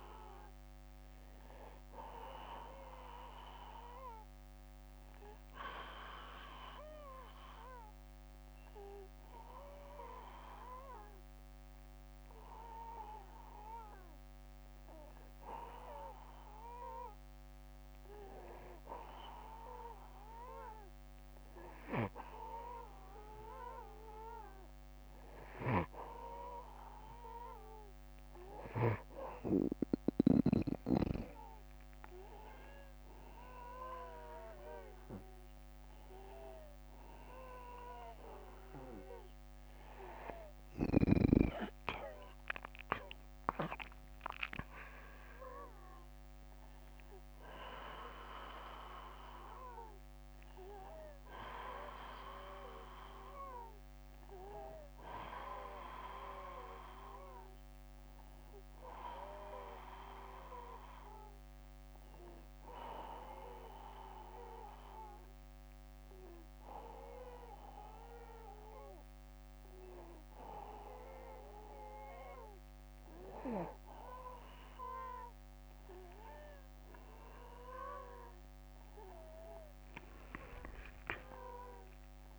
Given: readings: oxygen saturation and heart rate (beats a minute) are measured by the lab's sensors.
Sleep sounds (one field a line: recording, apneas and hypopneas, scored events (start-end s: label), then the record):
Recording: breathing in sleep by a microphone on the trachea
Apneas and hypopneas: 1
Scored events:
24.50-29.50 s: snoring (device-marked)
40.50-44.50 s: arousal
61.50-72.00 s: hypopnea (oxygen 94% before, 94% lowest, heart rate 65 before, 61 extreme, up 5 after)
70.00-82.39 s: new sleep stage, awake
From the record:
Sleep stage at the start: N2 (light sleep)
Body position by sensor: on the back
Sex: male